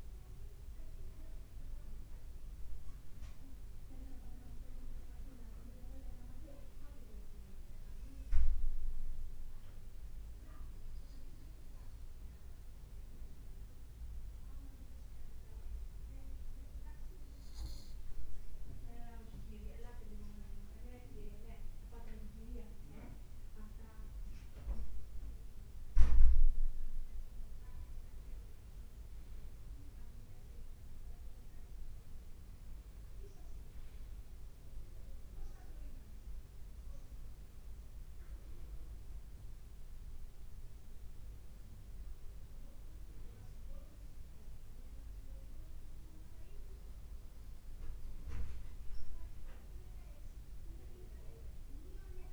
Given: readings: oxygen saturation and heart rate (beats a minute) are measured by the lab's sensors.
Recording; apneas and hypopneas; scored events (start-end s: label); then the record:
breathing in sleep by a room microphone; 1
8.00-21.50 s: obstructive apnea (oxygen 98% before, 96% lowest, heart rate 56 before, 54 extreme, up 1 after)
8.50-52.33 s: new sleep stage, N2 (light sleep)
23.50-27.00 s: arousal
27.50-29.00 s: leg movement (device-marked)
From the record:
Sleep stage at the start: N1 (lightest sleep); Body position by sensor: on the right side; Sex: male